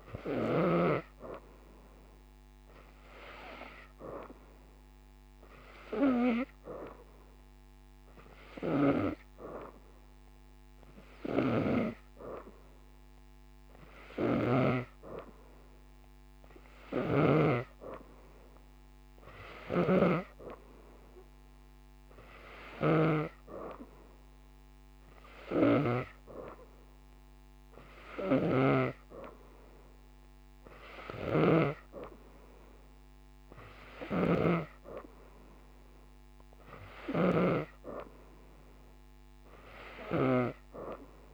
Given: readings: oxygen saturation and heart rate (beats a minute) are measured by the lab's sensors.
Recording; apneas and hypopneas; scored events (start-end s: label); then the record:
breathing in sleep by a microphone on the trachea; none
0.00-8.00 s: oxygen desaturation (device-marked, oxygen 92% lowest, heart rate 33 extreme)
14.00-17.50 s: snoring (device-marked)
19.50-34.50 s: snoring (device-marked)
From the record:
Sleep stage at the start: N2 (light sleep); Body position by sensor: upright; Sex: female